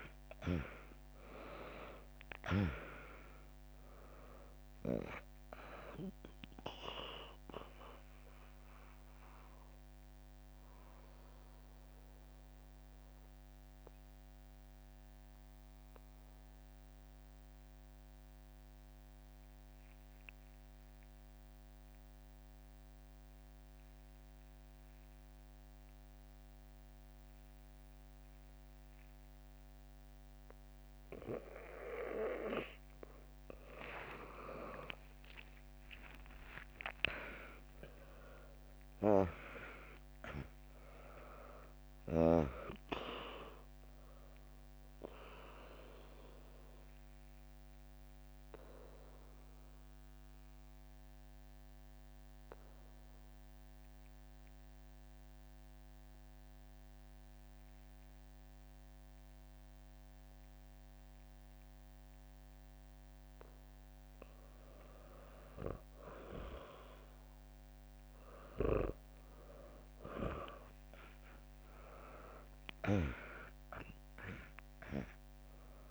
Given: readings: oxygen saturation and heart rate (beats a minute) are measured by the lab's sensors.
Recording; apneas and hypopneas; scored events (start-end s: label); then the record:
breathing in sleep by a microphone on the trachea; 2
0.00-3.00 s: arousal
0.50-13.50 s: drop in pulse transit time (device-marked, heart rate 65 before, 61 extreme)
0.50-26.50 s: oxygen desaturation (device-marked, oxygen 100% before, 95% lowest, heart rate 65 before, 58 extreme)
8.50-32.50 s: mixed apnea (oxygen 100% before, 95% lowest, heart rate 64 before, 58 extreme, up 2 after)
29.50-32.50 s: bradycardia (device-marked, heart rate 67 before, 61 extreme)
34.50-40.00 s: arousal
37.50-49.50 s: drop in pulse transit time (device-marked, heart rate 69 before, 60 extreme)
41.50-60.50 s: oxygen desaturation (device-marked, oxygen 100% before, 95% lowest, heart rate 66 before, 59 extreme)
46.00-64.00 s: obstructive apnea (oxygen 100% before, 95% lowest, heart rate 65 before, 59 extreme, up 0 after)
65.50-67.50 s: bradycardia (device-marked, heart rate 67 before, 65 extreme)
66.00-69.00 s: arousal
69.50-75.91 s: drop in pulse transit time (device-marked, heart rate 70 before, 59 extreme)
From the record:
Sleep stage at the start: N2 (light sleep); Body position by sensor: on the back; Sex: female